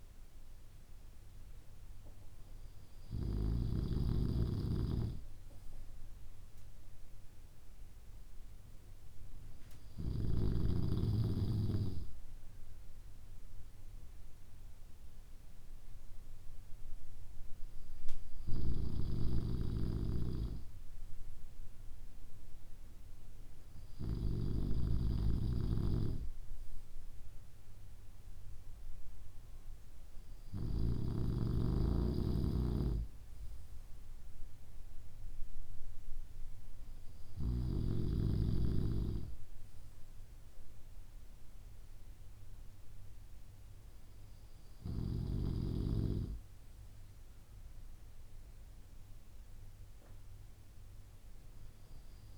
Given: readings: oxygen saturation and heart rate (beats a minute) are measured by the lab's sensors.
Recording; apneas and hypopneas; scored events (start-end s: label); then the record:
breathing in sleep by a room microphone; none
none scored
From the record:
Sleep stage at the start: N2 (light sleep); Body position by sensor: on the back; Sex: male